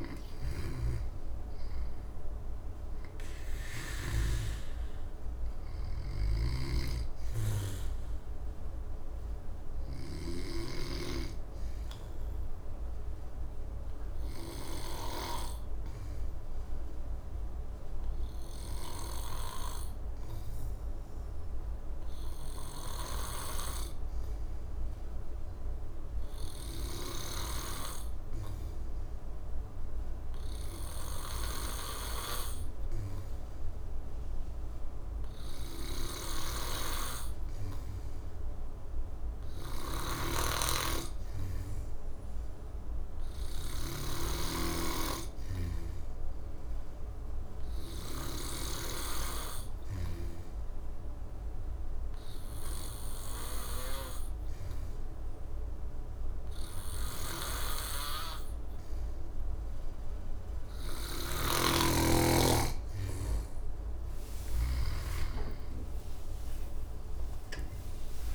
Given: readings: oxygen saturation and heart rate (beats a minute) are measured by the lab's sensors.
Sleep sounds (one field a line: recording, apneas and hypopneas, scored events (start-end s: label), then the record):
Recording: breathing in sleep by a room microphone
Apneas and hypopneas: 1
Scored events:
0.00-1.50 s: arousal
0.00-4.00 s: snoring (device-marked)
6.00-11.00 s: snoring (device-marked)
10.50-60.50 s: obstructive apnea (oxygen 96% before, 92% lowest, heart rate 75 before, 66 extreme, up 26 after)
36.50-58.50 s: oxygen desaturation (device-marked, oxygen 98% before, 93% lowest, heart rate 67 before, 67 extreme)
39.50-44.00 s: snoring (device-marked)
61.00-65.00 s: snoring (device-marked)
66.50-68.35 s: arousal
From the record:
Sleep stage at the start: N2 (light sleep)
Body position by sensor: on the back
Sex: male